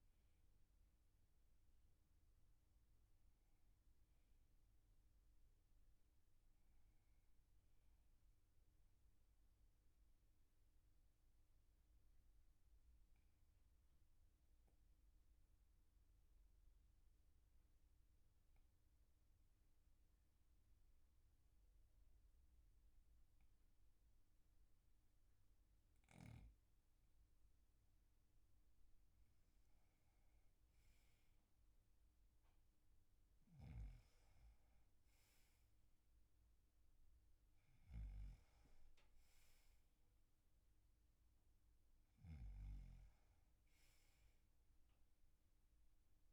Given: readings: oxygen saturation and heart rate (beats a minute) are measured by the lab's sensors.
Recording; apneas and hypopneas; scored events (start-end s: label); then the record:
breathing in sleep, hard to hear, by a room microphone; 1
0.00-15.00 s: oxygen desaturation (device-marked, oxygen 89% lowest, heart rate 44 extreme)
6.00-46.33 s: new sleep stage, N2 (light sleep)
9.50-28.00 s: obstructive apnea (oxygen 99% before, 89% lowest, heart rate 49 before, 43 extreme, up 1 after)
30.50-34.00 s: arousal
From the record:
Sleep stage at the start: N1 (lightest sleep); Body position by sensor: on the back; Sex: male